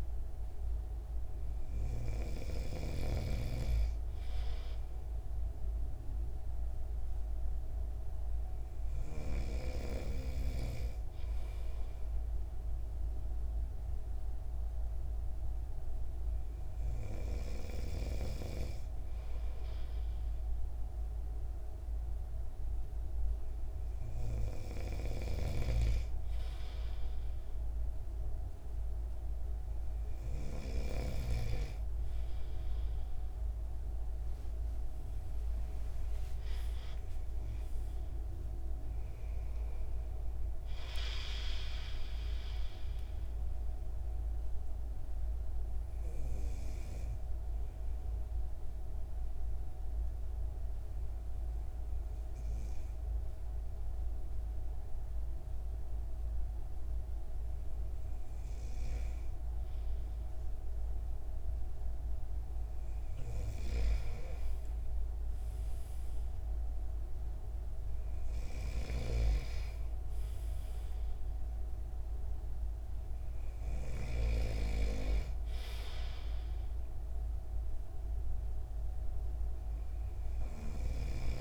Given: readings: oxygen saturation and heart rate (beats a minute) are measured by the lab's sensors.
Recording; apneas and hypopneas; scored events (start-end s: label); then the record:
breathing in sleep by a room microphone; 1
0.00-2.50 s: snoring (device-marked)
25.00-31.00 s: snoring (device-marked)
34.50-38.50 s: arousal
42.50-59.50 s: obstructive apnea (oxygen 96% before, 95% lowest)
60.50-63.50 s: arousal
68.50-74.50 s: snoring (device-marked)
From the record:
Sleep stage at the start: N2 (light sleep); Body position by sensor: on the right side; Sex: male